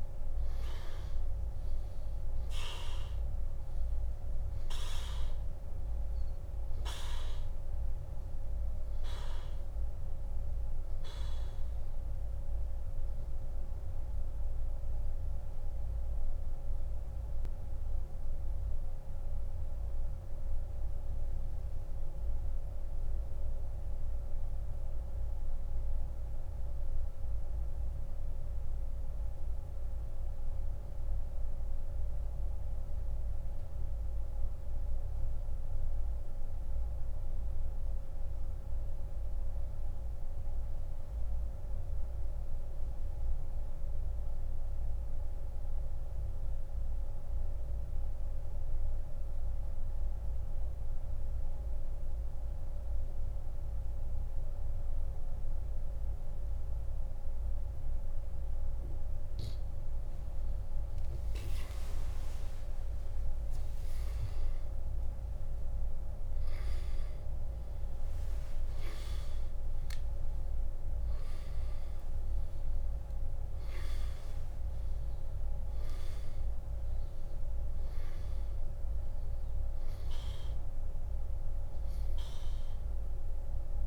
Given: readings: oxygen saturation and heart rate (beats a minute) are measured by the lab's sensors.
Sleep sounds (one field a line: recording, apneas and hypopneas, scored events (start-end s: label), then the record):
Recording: breathing in sleep, hard to hear, by a room microphone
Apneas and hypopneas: 1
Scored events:
0.00-52.00 s: oxygen desaturation (device-marked, oxygen 84% lowest, heart rate 26 extreme)
15.00-59.00 s: central apnea (oxygen 97% before, 84% lowest, heart rate 53 before, 47 extreme, up 24 after)
61.50-67.00 s: arousal
From the record:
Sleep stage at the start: N2 (light sleep)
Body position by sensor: on the back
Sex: male